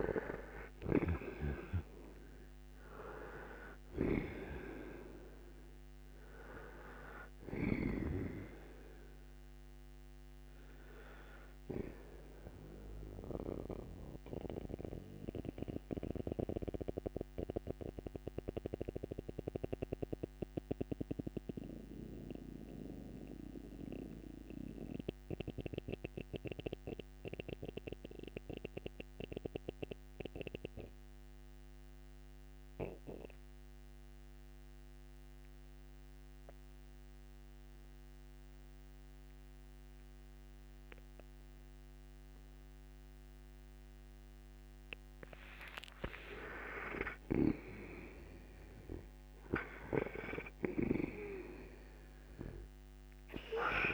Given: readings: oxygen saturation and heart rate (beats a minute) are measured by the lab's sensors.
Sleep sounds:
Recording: breathing in sleep by a microphone on the trachea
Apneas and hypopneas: 1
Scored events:
0.00-1.50 s: arousal
0.00-32.00 s: oxygen desaturation (device-marked, oxygen 79% lowest, heart rate 59 extreme)
0.50-7.50 s: snoring (device-marked)
14.50-45.00 s: mixed apnea (oxygen 97% before, 79% lowest, heart rate 70 before, 59 extreme, up 25 after)
46.00-53.94 s: oxygen desaturation (device-marked, oxygen 99% before, 84% lowest, heart rate 63 before, 58 extreme)
46.50-50.50 s: arousal
From the record:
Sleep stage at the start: N2 (light sleep)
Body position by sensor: on the right side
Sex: male

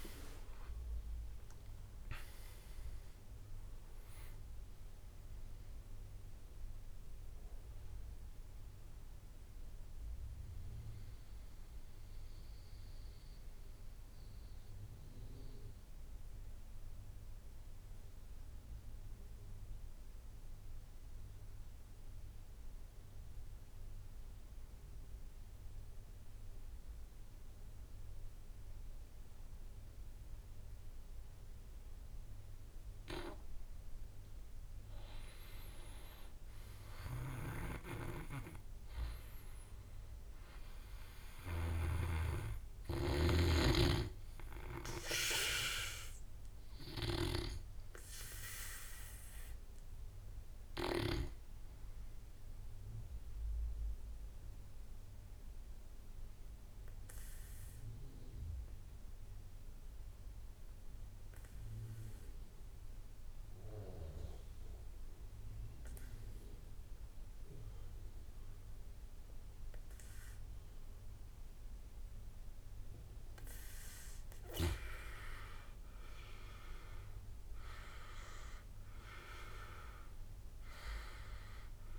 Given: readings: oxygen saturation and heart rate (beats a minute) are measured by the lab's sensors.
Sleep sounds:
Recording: breathing in sleep by a room microphone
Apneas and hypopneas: 2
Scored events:
0.00-3.00 s: arousal
0.00-11.00 s: drop in pulse transit time (device-marked, heart rate 57 extreme)
0.00-13.00 s: oxygen desaturation (device-marked, oxygen 92% lowest, heart rate 44 extreme)
10.00-33.00 s: mixed apnea (oxygen 98% before, 85% lowest, heart rate 60 before, 44 extreme, up 9 after)
35.00-38.00 s: arousal
36.50-41.50 s: snoring (device-marked)
40.00-60.00 s: oxygen desaturation (device-marked, oxygen 97% before, 86% lowest, heart rate 52 before, 48 extreme)
51.50-72.00 s: obstructive apnea (oxygen 97% before, 85% lowest, heart rate 55 before, 48 extreme, up 11 after)
71.00-81.99 s: oxygen desaturation (device-marked, oxygen 99% before, 85% lowest, heart rate 53 before, 48 extreme)
74.50-78.00 s: arousal
78.00-81.99 s: drop in pulse transit time (device-marked, heart rate 52 before, 49 extreme)
From the record:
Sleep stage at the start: N2 (light sleep)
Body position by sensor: on the back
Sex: male

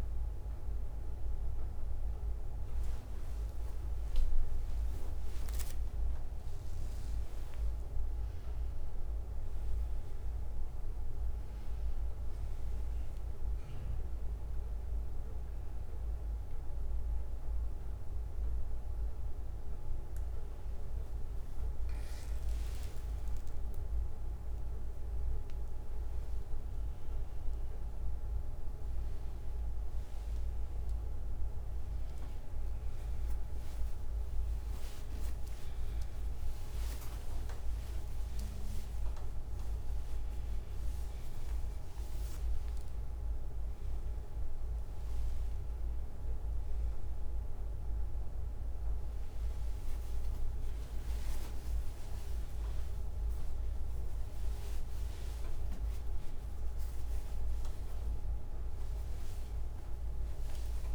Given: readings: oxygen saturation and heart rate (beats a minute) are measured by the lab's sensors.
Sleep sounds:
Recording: a person awake in a sleep study, hard to hear, by a room microphone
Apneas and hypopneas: none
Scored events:
none scored
From the record:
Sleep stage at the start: awake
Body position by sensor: on the back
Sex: male

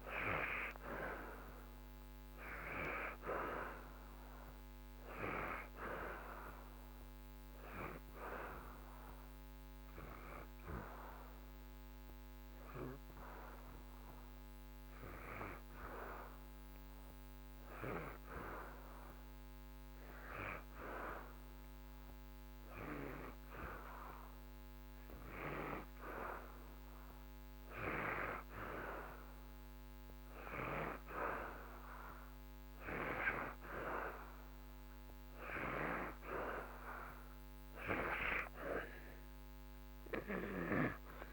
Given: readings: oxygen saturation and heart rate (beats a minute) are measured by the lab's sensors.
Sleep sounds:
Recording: breathing in sleep by a microphone on the trachea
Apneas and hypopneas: 1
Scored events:
0.00-23.00 s: oxygen desaturation (device-marked, oxygen 85% lowest)
9.00-25.50 s: hypopnea (oxygen 93% before, 87% lowest)
29.00-34.00 s: arousal
36.00-41.32 s: oxygen desaturation (device-marked, oxygen 94% before, 87% lowest)
From the record:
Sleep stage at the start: N2 (light sleep)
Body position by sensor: on the back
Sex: male

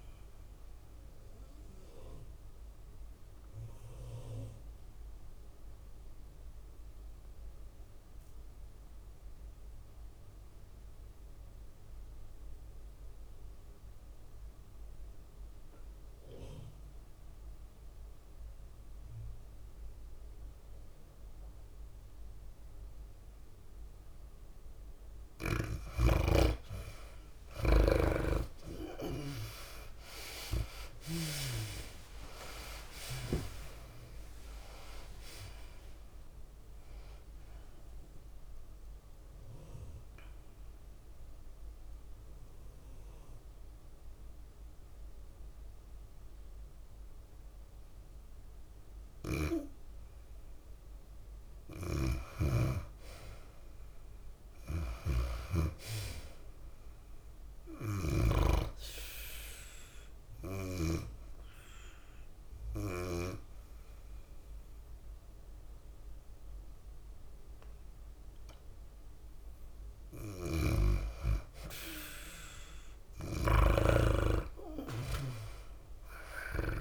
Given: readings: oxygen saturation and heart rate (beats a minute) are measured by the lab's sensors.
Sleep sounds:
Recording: breathing in sleep by a room microphone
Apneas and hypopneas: 3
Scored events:
0.00-7.00 s: tachycardia (device-marked, heart rate 106 extreme)
0.00-8.00 s: drop in pulse transit time (device-marked, heart rate 98 extreme)
0.00-14.00 s: oxygen desaturation (device-marked, oxygen 78% lowest, heart rate 93 extreme)
2.00-25.50 s: mixed apnea (oxygen 95% before, 75% lowest, heart rate 98 before, 93 extreme, up 10 after)
19.00-52.00 s: oxygen desaturation (device-marked, oxygen 97% before, 75% lowest, heart rate 101 before, 93 extreme)
22.50-24.50 s: long interval between heartbeats (device-marked, heart rate 99 before, 93 extreme)
28.50-32.50 s: arousal
29.00-64.00 s: tachycardia (device-marked, heart rate 101 before, 109 extreme)
32.00-46.00 s: drop in pulse transit time (device-marked, heart rate 96 before, 101 extreme)
40.00-50.50 s: mixed apnea (oxygen 97% before, 75% lowest, heart rate 99 before, 99 extreme)
54.00-57.00 s: arousal
54.00-72.00 s: oxygen desaturation (device-marked, oxygen 98% before, 85% lowest, heart rate 106 before, 95 extreme)
55.50-59.00 s: snoring (device-marked)
61.50-71.50 s: hypopnea (oxygen 98% before, 79% lowest, heart rate 104 before, 97 extreme, up 3 after)
65.00-68.00 s: tachycardia (device-marked, heart rate 101 before, 103 extreme)
71.00-74.50 s: snoring (device-marked)
74.00-76.81 s: tachycardia (device-marked, heart rate 101 before, 105 extreme)
From the record:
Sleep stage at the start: N2 (light sleep)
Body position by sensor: on the back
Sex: female

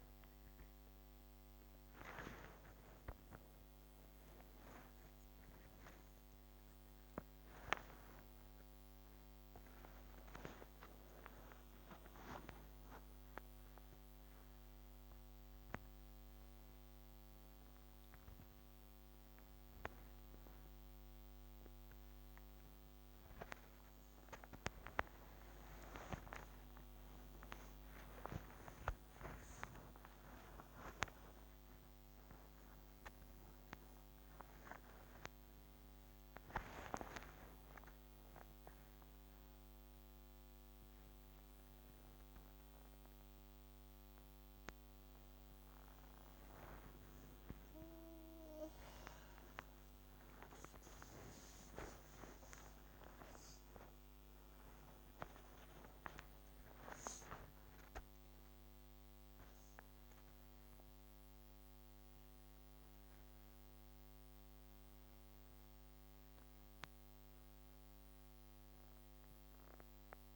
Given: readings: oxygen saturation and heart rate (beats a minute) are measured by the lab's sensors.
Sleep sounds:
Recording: a person awake in a sleep study, by a microphone on the trachea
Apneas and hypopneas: none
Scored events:
56.00-64.00 s: oxygen desaturation (device-marked, oxygen 98% before, 94% lowest, heart rate 96 before, 57 extreme)
65.00-70.36 s: new sleep stage, N1 (lightest sleep)
From the record:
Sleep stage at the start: awake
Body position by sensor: on the back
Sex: female

